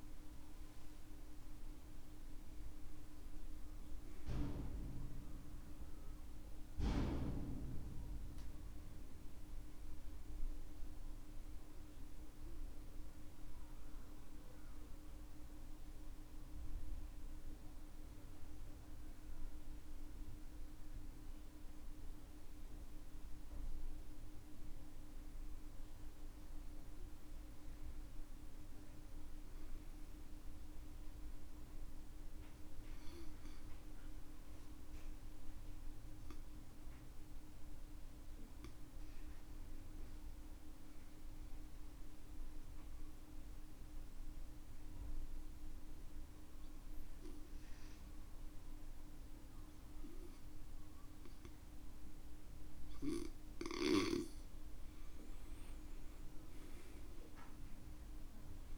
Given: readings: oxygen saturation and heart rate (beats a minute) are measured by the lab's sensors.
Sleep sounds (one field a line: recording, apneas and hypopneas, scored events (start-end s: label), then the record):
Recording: breathing in sleep, hard to hear, by a room microphone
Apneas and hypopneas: 2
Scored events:
13.50-27.00 s: mixed apnea (oxygen 97% before, 91% lowest, heart rate 69 before, 59 extreme, up 5 after)
30.00-33.50 s: arousal
36.00-54.50 s: obstructive apnea (oxygen 99% before, 91% lowest, heart rate 61 before, 61 extreme, up 12 after)
From the record:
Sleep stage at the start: N2 (light sleep)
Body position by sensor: on the back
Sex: male